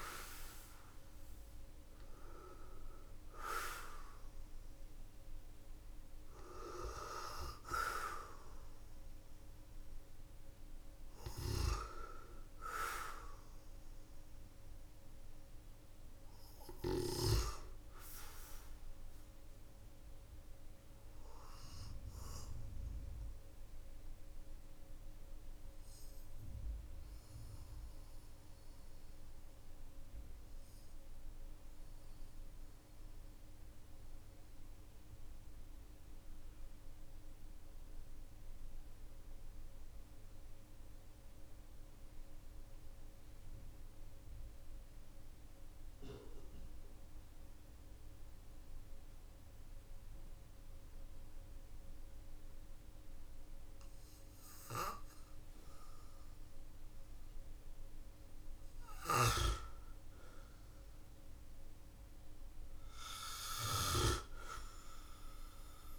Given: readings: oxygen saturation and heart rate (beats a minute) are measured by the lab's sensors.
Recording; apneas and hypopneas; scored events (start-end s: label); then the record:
breathing in sleep by a room microphone; 1
0.00-2.50 s: arousal
0.00-12.50 s: oxygen desaturation (device-marked, oxygen 95% lowest, heart rate 44 extreme)
20.50-58.50 s: obstructive apnea (oxygen 97% before, 92% lowest, heart rate 52 before, 46 extreme, up 4 after)
54.50-65.99 s: oxygen desaturation (device-marked, oxygen 99% before, 92% lowest, heart rate 54 before, 42 extreme)
61.00-65.99 s: arousal
From the record:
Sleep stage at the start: N2 (light sleep); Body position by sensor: on the back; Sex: male